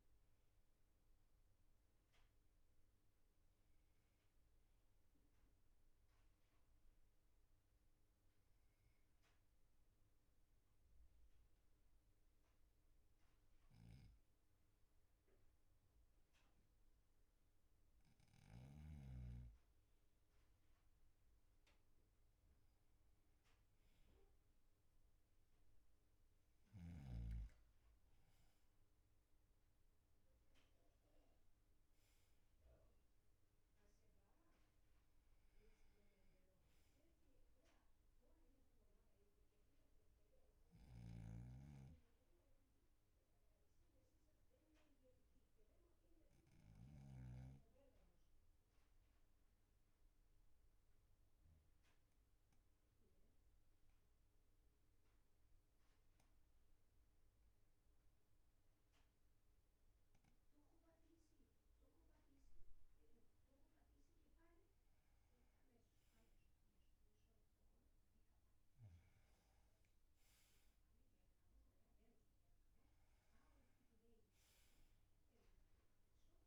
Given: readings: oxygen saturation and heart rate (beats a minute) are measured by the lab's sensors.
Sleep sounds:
breathing in sleep, hard to hear, by a room microphone; 2
0.00-10.50 s: oxygen desaturation (device-marked, oxygen 86% lowest, heart rate 41 extreme)
5.50-19.00 s: obstructive apnea (oxygen 96% before, 92% lowest, heart rate 47 before, 44 extreme, up 9 after)
21.00-25.00 s: arousal
29.50-76.47 s: new sleep stage, N2 (light sleep)
41.50-47.50 s: snoring (device-marked)
50.00-63.50 s: obstructive apnea (oxygen 99% before, 96% lowest, heart rate 46 before, 41 extreme, up 6 after)
65.00-68.50 s: arousal
From the record:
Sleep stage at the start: N1 (lightest sleep); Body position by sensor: on the back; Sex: male

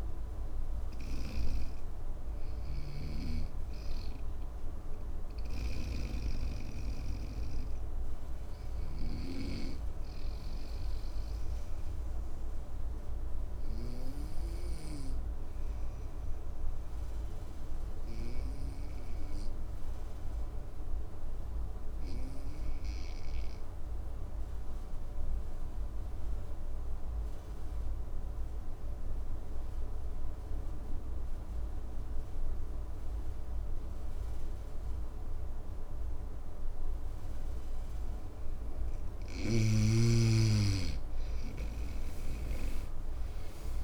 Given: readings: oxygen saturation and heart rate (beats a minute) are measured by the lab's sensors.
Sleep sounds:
breathing in sleep by a room microphone; 1
0.00-2.50 s: snoring (device-marked)
0.00-8.50 s: oxygen desaturation (device-marked, oxygen 92% lowest, heart rate 54 extreme)
9.50-39.50 s: obstructive apnea (oxygen 98% before, 90% lowest, heart rate 60 before, 54 extreme, up 15 after)
29.50-43.84 s: oxygen desaturation (device-marked, oxygen 98% before, 90% lowest, heart rate 57 before, 53 extreme)
41.50-43.84 s: arousal
From the record:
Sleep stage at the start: N2 (light sleep); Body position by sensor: on the right side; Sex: male

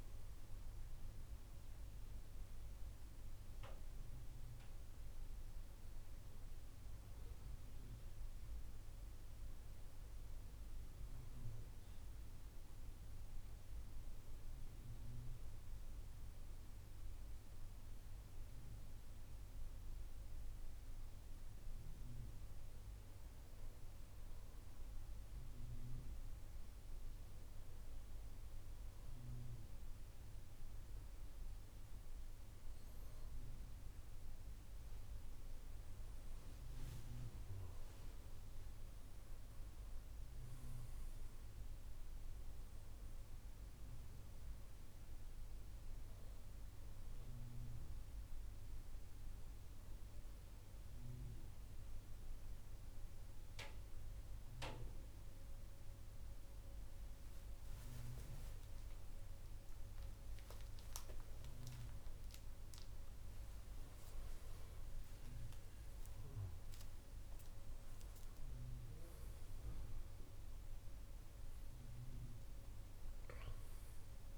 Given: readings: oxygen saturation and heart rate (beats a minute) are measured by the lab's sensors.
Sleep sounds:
breathing in sleep, hard to hear, by a room microphone; 1
35.50-39.50 s: arousal
46.50-57.00 s: obstructive apnea (oxygen 95% before, 94% lowest, heart rate 73 before, 69 extreme, up 7 after)
58.50-62.00 s: arousal
From the record:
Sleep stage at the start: N2 (light sleep); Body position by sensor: on the right side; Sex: male

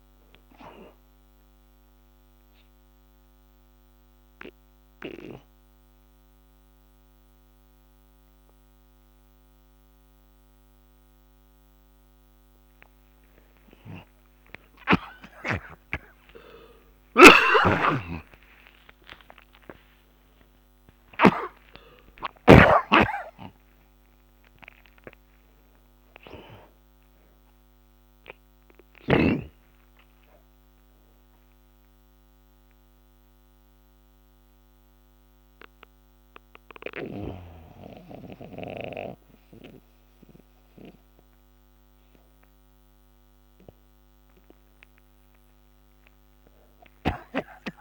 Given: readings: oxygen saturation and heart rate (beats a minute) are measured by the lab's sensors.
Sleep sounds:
breathing in sleep by a microphone on the trachea; 2
0.00-13.50 s: oxygen desaturation (device-marked, oxygen 79% lowest, heart rate 54 extreme)
2.00-13.00 s: obstructive apnea (oxygen 93% before, 77% lowest, heart rate 69 before, 54 extreme, up 35 after)
15.00-22.00 s: arousal
17.00-21.50 s: snoring (device-marked)
32.50-43.50 s: obstructive apnea (oxygen 96% before, 77% lowest, heart rate 85 before, 49 extreme, up 27 after)
34.50-46.50 s: oxygen desaturation (device-marked, oxygen 94% before, 83% lowest, heart rate 86 before, 49 extreme)
From the record:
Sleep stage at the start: N2 (light sleep); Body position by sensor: on the back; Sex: male

